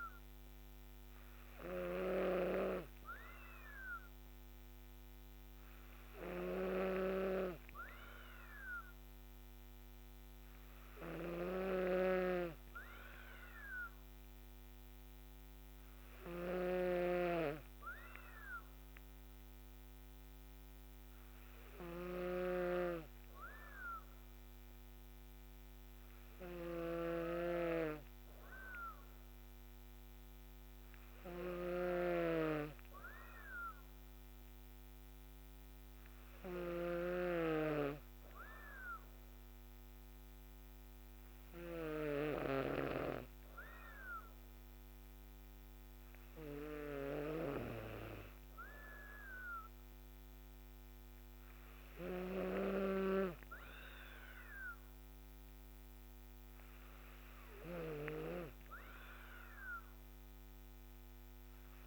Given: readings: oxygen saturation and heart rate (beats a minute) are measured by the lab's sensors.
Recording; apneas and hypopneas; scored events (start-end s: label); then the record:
breathing in sleep by a microphone on the trachea; none
11.50-37.00 s: snoring (device-marked)
From the record:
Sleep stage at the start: N2 (light sleep); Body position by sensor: on the back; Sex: female